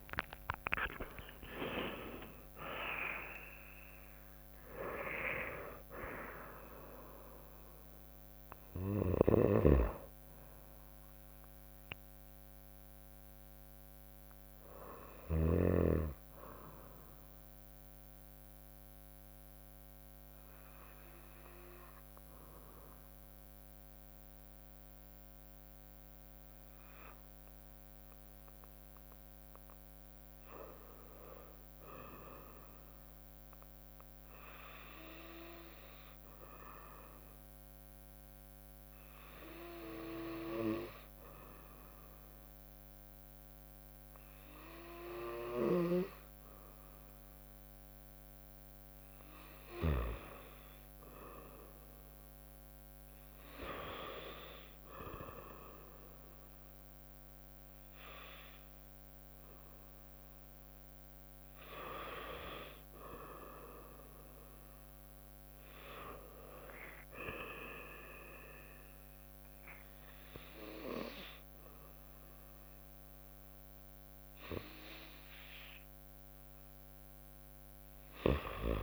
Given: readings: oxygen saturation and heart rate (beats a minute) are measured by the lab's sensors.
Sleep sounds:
breathing in sleep by a microphone on the trachea; 1
0.00-1.00 s: arousal
0.00-11.00 s: drop in pulse transit time (device-marked, heart rate 61 before, 63 extreme)
9.00-15.50 s: snoring (device-marked)
10.00-60.00 s: bradycardia (device-marked, heart rate 63 before, 56 extreme)
12.00-28.00 s: oxygen desaturation (device-marked, oxygen 94% before, 88% lowest, heart rate 74 before, 56 extreme)
16.50-53.00 s: obstructive apnea (oxygen 94% before, 88% lowest, heart rate 74 before, 56 extreme, up 0 after)
29.00-39.00 s: drop in pulse transit time (device-marked, heart rate 58 before, 58 extreme)
49.00-60.00 s: oxygen desaturation (device-marked, oxygen 98% before, 93% lowest, heart rate 58 before, 59 extreme)
55.00-67.00 s: drop in pulse transit time (device-marked, heart rate 59 before, 59 extreme)
55.50-59.00 s: arousal
From the record:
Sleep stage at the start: REM sleep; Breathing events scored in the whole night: 332 in 4.6 hours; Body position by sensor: on the right side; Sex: female

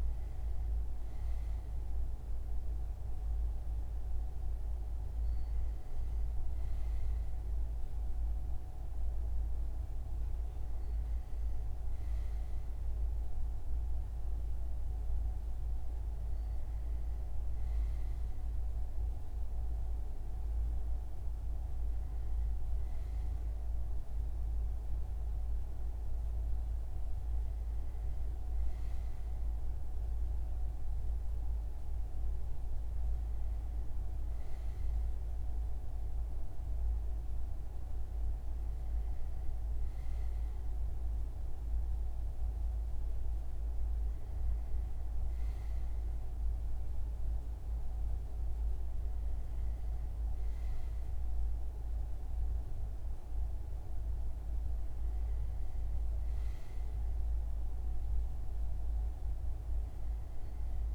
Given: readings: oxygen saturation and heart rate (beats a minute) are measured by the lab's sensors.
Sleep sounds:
breathing in sleep, hard to hear, by a room microphone; none
none scored
From the record:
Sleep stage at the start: N2 (light sleep); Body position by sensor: on the front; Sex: male

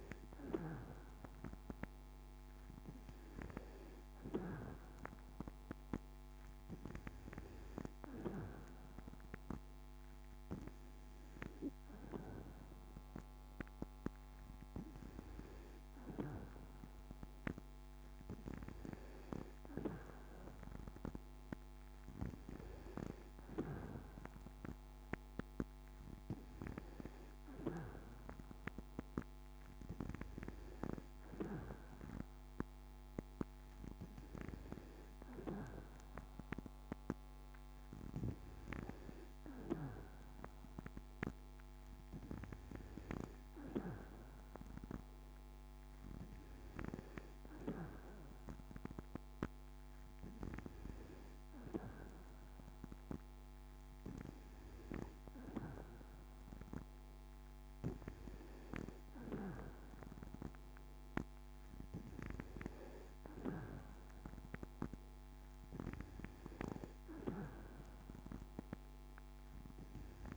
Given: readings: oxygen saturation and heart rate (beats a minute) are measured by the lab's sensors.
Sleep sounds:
breathing in sleep by a microphone on the trachea; none
none scored
From the record:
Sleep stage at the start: N2 (light sleep); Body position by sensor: on the back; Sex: female

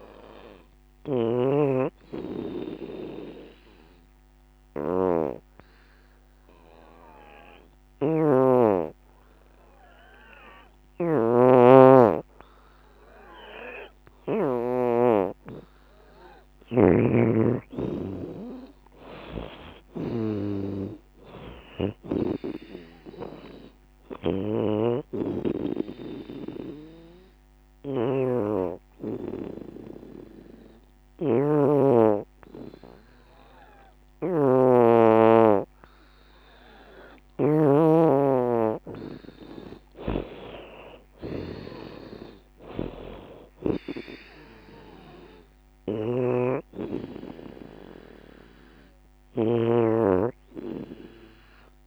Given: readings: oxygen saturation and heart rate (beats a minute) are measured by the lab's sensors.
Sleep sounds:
breathing in sleep by a microphone on the trachea; 2
2.50-15.50 s: obstructive apnea (oxygen 90% before, 84% lowest, heart rate 85 before, 63 extreme, up 24 after)
17.00-20.00 s: arousal
21.50-38.50 s: oxygen desaturation (device-marked, oxygen 92% before, 86% lowest, heart rate 76 before, 66 extreme)
24.50-38.50 s: hypopnea (oxygen 92% before, 84% lowest, heart rate 75 before, 66 extreme, up 19 after)
27.50-29.50 s: long interval between heartbeats (device-marked, heart rate 76 before, 78 extreme)
37.50-48.50 s: drop in pulse transit time (device-marked, heart rate 79 before, 66 extreme)
38.00-40.00 s: long interval between heartbeats (device-marked, heart rate 79 before, 69 extreme)
40.00-43.50 s: arousal
40.50-51.87 s: oxygen desaturation (device-marked, oxygen 92% before, 84% lowest, heart rate 76 before, 66 extreme)
From the record:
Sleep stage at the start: N2 (light sleep); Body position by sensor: on the back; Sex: female

